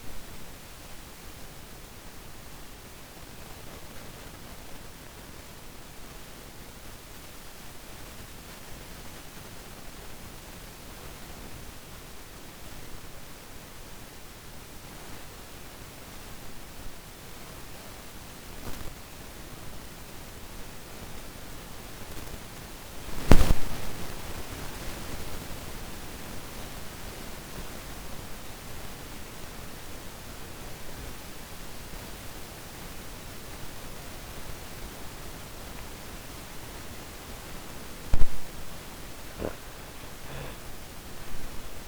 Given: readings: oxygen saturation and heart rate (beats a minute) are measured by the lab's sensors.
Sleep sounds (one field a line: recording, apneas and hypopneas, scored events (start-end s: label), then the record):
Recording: breathing in sleep by a microphone on the trachea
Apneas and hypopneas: 1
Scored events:
0.00-16.50 s: oxygen desaturation (device-marked, oxygen 78% lowest, heart rate 49 extreme)
4.50-36.00 s: obstructive apnea (oxygen 97% before, 78% lowest, heart rate 81 before, 58 extreme, up 58 after)
26.50-41.88 s: oxygen desaturation (device-marked, oxygen 98% before, 79% lowest, heart rate 69 before, 40 extreme)
39.50-41.88 s: arousal
From the record:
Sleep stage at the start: N2 (light sleep)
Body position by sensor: on the back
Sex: female